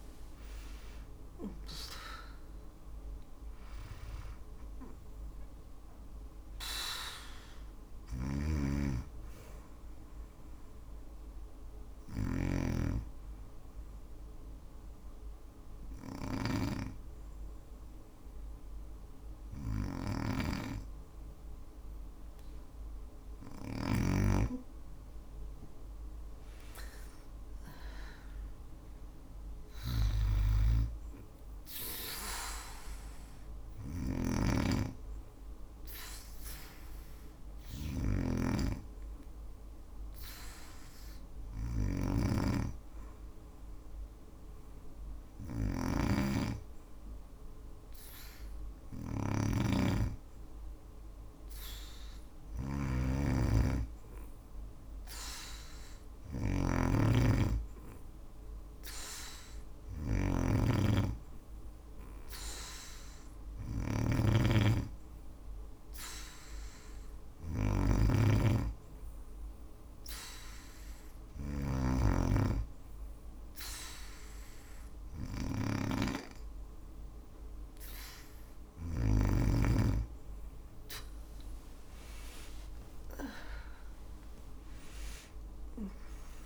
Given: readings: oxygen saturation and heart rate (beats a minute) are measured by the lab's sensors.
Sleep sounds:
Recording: breathing in sleep by a room microphone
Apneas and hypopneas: 3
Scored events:
0.00-2.50 s: arousal
0.00-9.50 s: oxygen desaturation (device-marked, oxygen 92% lowest)
7.00-23.00 s: snoring (device-marked)
12.50-23.00 s: obstructive apnea (oxygen 96% before, 93% lowest, heart rate 42 before, 25 extreme, up 17 after)
26.00-29.00 s: arousal
29.00-78.50 s: snoring (device-marked)
34.50-49.00 s: obstructive apnea (oxygen 97% before, 93% lowest, heart rate 50 before, 34 extreme, up 9 after)
52.00-55.00 s: arousal
68.00-79.50 s: hypopnea (oxygen 97% before, 93% lowest)
82.00-86.46 s: arousal
From the record:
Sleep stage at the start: N2 (light sleep)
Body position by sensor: on the back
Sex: female

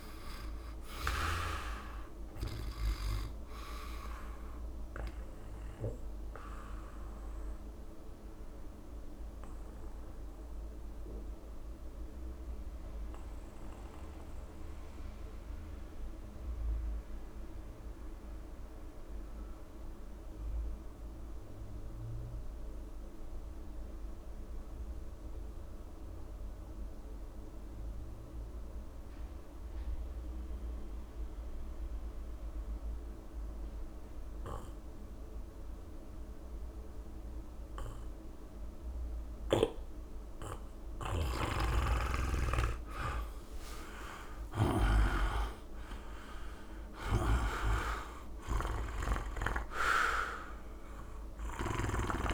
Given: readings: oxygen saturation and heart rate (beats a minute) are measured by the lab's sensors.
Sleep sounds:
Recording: breathing in sleep by a room microphone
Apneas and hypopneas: 1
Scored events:
0.00-21.50 s: oxygen desaturation (device-marked, oxygen 83% lowest, heart rate 64 extreme)
5.00-41.00 s: obstructive apnea (oxygen 99% before, 83% lowest, heart rate 74 before, 67 extreme, up 4 after)
33.50-52.34 s: oxygen desaturation (device-marked, oxygen 99% before, 83% lowest, heart rate 69 before, 67 extreme)
43.50-47.50 s: arousal
48.50-52.00 s: snoring (device-marked)
From the record:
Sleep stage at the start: N2 (light sleep)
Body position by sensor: on the back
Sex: male

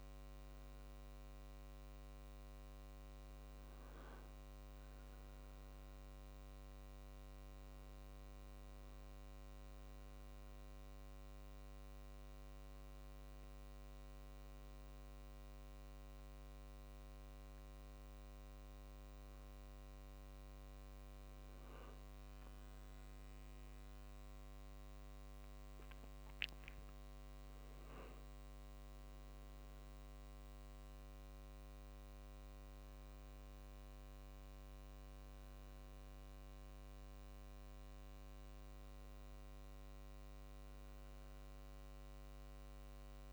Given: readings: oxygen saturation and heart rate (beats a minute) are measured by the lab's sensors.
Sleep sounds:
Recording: a person awake in a sleep study, hard to hear, by a microphone on the trachea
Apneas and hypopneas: none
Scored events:
none scored
From the record:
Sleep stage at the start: awake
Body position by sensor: on the right side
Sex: male

